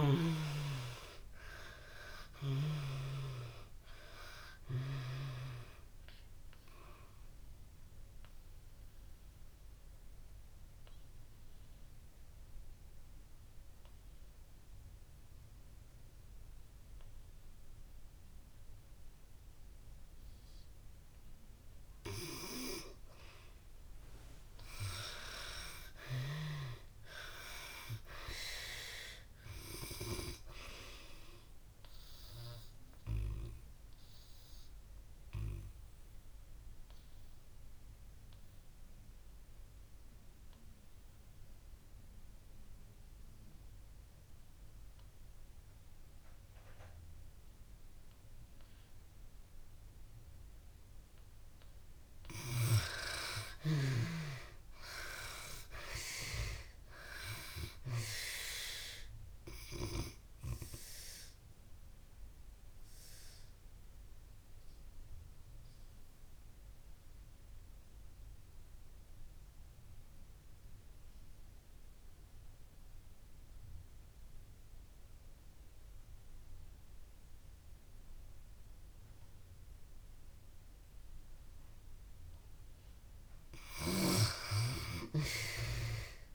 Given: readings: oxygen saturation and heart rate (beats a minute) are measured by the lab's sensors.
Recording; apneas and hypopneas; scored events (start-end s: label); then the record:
breathing in sleep by a room microphone; 3
0.00-26.00 s: oxygen desaturation (device-marked, oxygen 61% lowest)
6.50-21.50 s: obstructive apnea (oxygen 87% before, 61% lowest)
25.50-28.50 s: arousal
28.00-52.00 s: oxygen desaturation (device-marked, oxygen 97% before, 78% lowest)
32.00-51.50 s: obstructive apnea (oxygen 97% before, 72% lowest)
53.50-56.00 s: arousal
54.00-81.00 s: oxygen desaturation (device-marked, oxygen 95% before, 72% lowest)
60.00-82.00 s: obstructive apnea (oxygen 96% before, 72% lowest)
83.00-86.35 s: oxygen desaturation (device-marked, oxygen 95% before, 72% lowest)
83.50-86.35 s: arousal
From the record:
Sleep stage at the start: N2 (light sleep); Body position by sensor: on the back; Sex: female